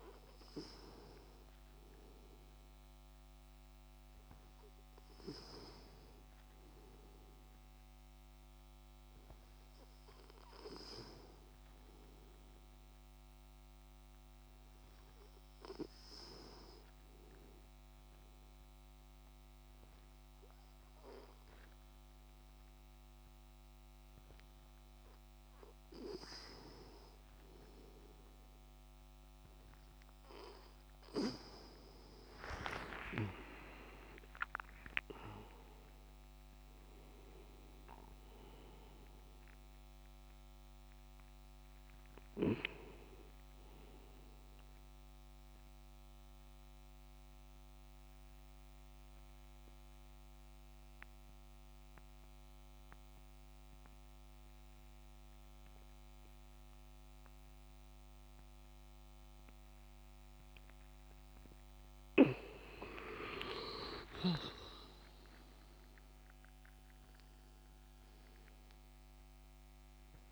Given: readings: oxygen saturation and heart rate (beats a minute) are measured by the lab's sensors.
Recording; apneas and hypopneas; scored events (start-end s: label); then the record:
breathing in sleep by a microphone on the trachea; 2
15.50-26.50 s: obstructive apnea (oxygen 96% before, 92% lowest, heart rate 72 before, 68 extreme, up 27 after)
30.50-36.00 s: arousal
36.00-54.00 s: oxygen desaturation (device-marked, oxygen 96% before, 92% lowest, heart rate 78 before, 64 extreme)
44.50-61.00 s: obstructive apnea (oxygen 96% before, 93% lowest, heart rate 85 before, 64 extreme, up 15 after)
62.50-67.00 s: arousal
69.00-70.32 s: oxygen desaturation (device-marked, oxygen 99% before, 94% lowest, heart rate 68 before, 63 extreme)
From the record:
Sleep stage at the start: N2 (light sleep); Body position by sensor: on the back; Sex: male